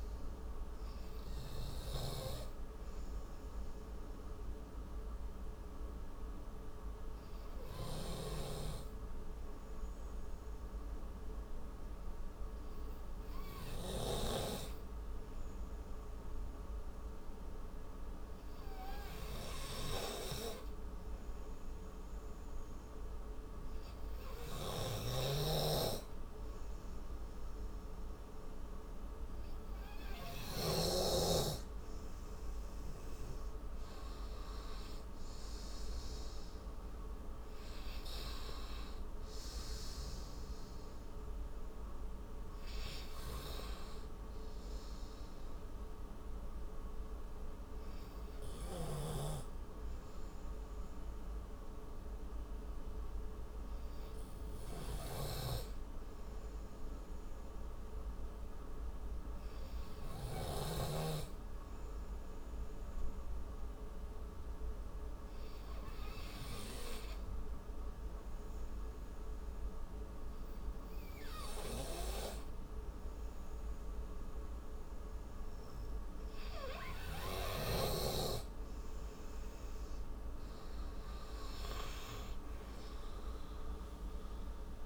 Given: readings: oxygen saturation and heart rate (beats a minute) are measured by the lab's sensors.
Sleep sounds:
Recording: breathing in sleep by a room microphone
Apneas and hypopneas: 2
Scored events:
2.50-31.00 s: obstructive apnea (oxygen 96% before, 91% lowest, heart rate 64 before, 52 extreme, up 27 after)
3.00-16.00 s: oxygen desaturation (device-marked, oxygen 96% before, 93% lowest, heart rate 64 before, 52 extreme)
23.00-47.00 s: oxygen desaturation (device-marked, oxygen 97% before, 91% lowest, heart rate 58 before, 52 extreme)
25.50-31.00 s: snoring (device-marked)
33.50-37.00 s: arousal
47.00-79.50 s: obstructive apnea (oxygen 97% before, 91% lowest, heart rate 69 before, 52 extreme, up 30 after)
67.00-84.86 s: oxygen desaturation (device-marked, oxygen 99% before, 91% lowest, heart rate 59 before, 54 extreme)
83.00-84.86 s: arousal
From the record:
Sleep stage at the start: N2 (light sleep)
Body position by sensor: on the right side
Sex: male

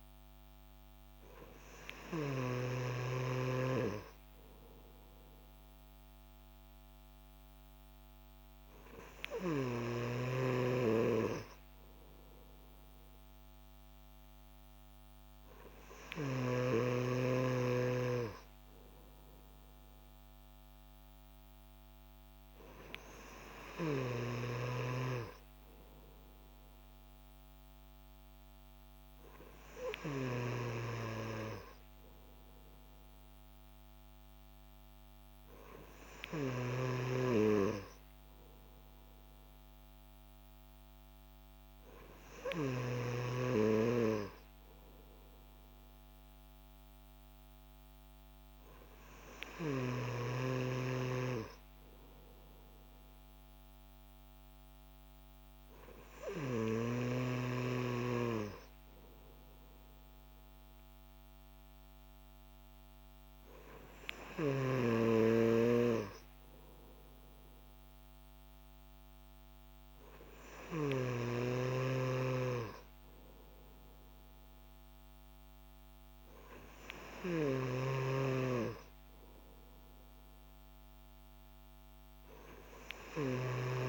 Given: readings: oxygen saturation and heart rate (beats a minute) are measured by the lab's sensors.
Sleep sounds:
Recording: breathing in sleep by a microphone on the trachea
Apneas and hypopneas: none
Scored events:
none scored
From the record:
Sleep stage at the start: N3 (deep sleep)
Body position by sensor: on the back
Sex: male

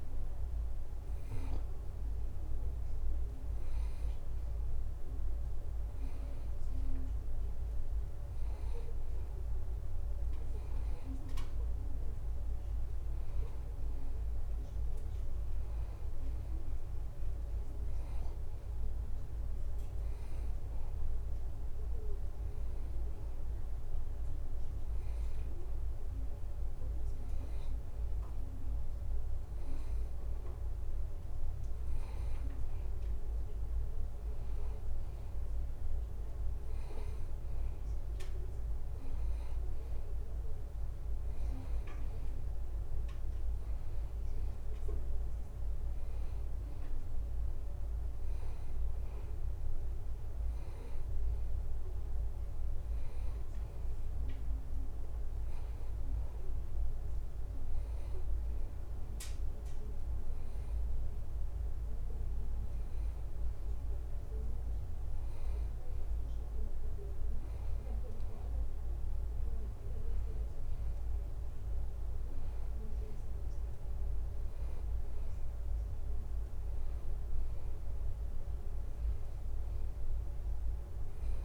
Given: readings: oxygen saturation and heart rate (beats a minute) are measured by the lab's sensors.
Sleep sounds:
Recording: breathing in sleep, hard to hear, by a room microphone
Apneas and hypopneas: none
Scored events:
none scored
From the record:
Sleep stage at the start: N2 (light sleep)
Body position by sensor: on the back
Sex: male

